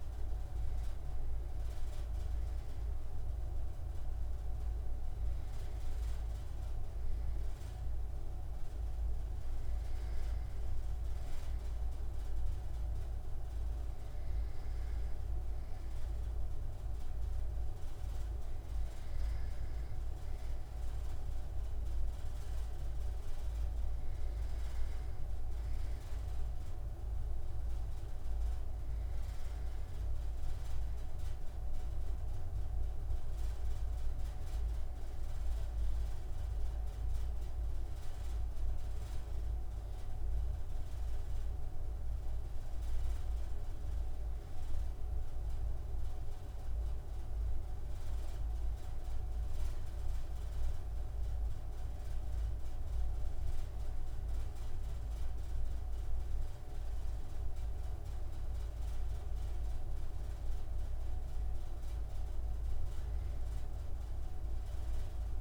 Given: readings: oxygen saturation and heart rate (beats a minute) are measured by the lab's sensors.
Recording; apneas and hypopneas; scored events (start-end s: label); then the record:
breathing in sleep, hard to hear, by a room microphone; none
none scored
From the record:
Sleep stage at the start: N2 (light sleep); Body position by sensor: on the right side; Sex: male